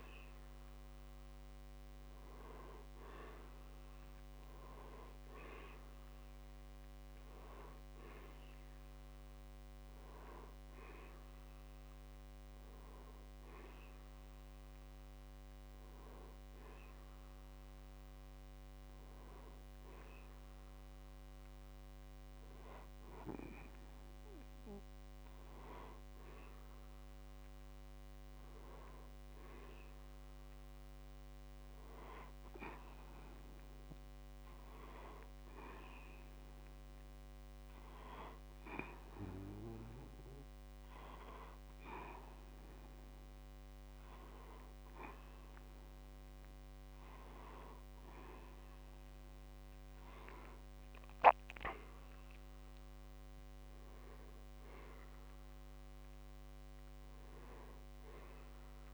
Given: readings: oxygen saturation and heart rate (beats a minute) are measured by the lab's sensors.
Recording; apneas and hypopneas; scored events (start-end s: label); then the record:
breathing in sleep by a microphone on the trachea; none
0.00-3.50 s: arousal
36.00-58.94 s: new sleep stage, N2 (light sleep)
51.00-55.00 s: arousal
From the record:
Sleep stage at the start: N1 (lightest sleep); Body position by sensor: on the back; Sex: male